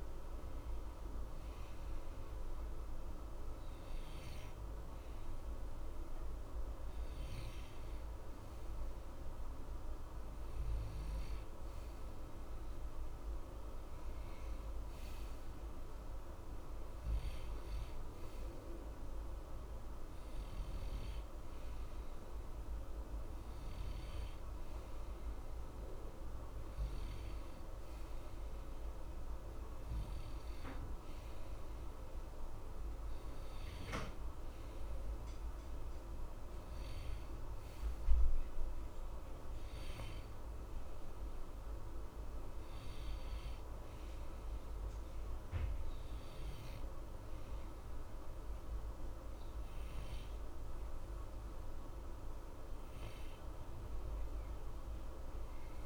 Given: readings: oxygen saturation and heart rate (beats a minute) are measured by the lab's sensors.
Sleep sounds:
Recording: breathing in sleep, hard to hear, by a room microphone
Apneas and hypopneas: none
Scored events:
none scored
From the record:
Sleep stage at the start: N2 (light sleep)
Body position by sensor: on the right side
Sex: male

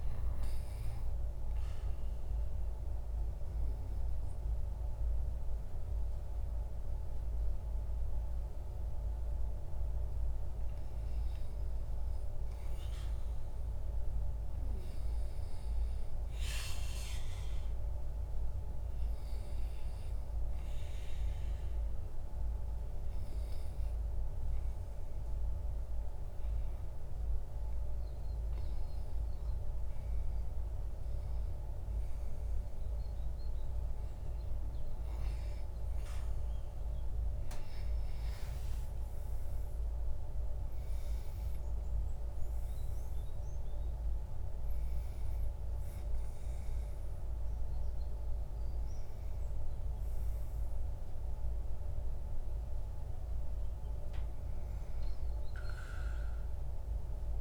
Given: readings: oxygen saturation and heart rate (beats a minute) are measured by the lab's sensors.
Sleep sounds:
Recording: breathing in sleep, hard to hear, by a room microphone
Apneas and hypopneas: 1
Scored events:
1.50-11.50 s: obstructive apnea (oxygen 97% before, 94% lowest, heart rate 60 before, 61 extreme, up 4 after)
12.50-17.50 s: arousal
37.00-42.50 s: arousal
From the record:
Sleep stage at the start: REM sleep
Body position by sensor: on the back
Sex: male

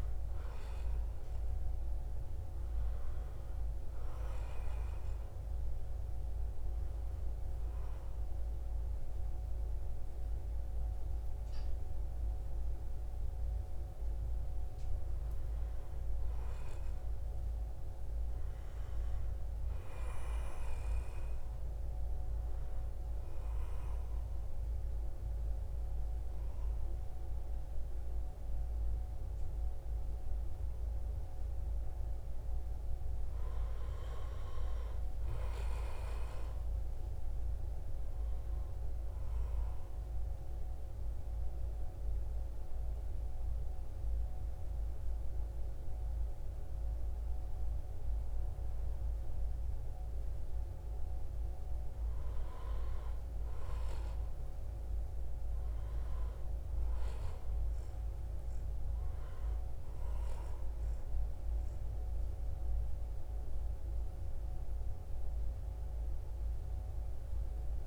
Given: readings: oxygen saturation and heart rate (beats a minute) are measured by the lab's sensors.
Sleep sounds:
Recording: breathing in sleep, hard to hear, by a room microphone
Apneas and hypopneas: 1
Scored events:
39.50-52.00 s: obstructive apnea (oxygen 94% before, 90% lowest, heart rate 80 before, 75 extreme, up 2 after)
41.00-51.00 s: oxygen desaturation (device-marked, oxygen 94% before, 90% lowest, heart rate 80 before, 75 extreme)
56.00-60.50 s: arousal
From the record:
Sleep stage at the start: N1 (lightest sleep)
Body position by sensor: on the back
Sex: male

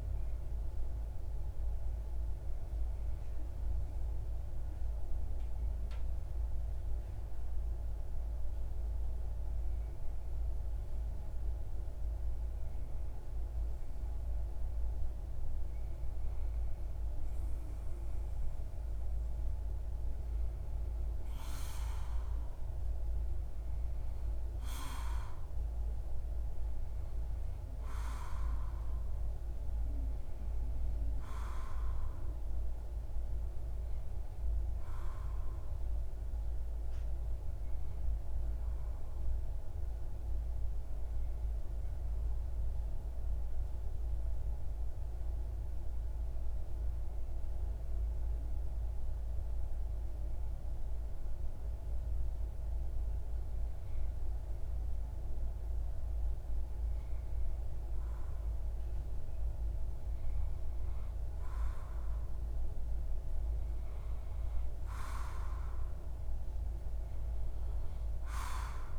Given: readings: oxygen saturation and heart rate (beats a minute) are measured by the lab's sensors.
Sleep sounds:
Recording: breathing in sleep, hard to hear, by a room microphone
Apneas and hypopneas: 2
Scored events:
3.50-15.00 s: hypopnea (oxygen 94% before, 93% lowest)
19.00-23.50 s: arousal
25.50-44.50 s: oxygen desaturation (device-marked, oxygen 97% before, 93% lowest)
38.50-54.00 s: hypopnea (oxygen 97% before, 93% lowest)
65.50-68.99 s: arousal
From the record:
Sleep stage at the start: N2 (light sleep)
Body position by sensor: on the left side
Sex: male

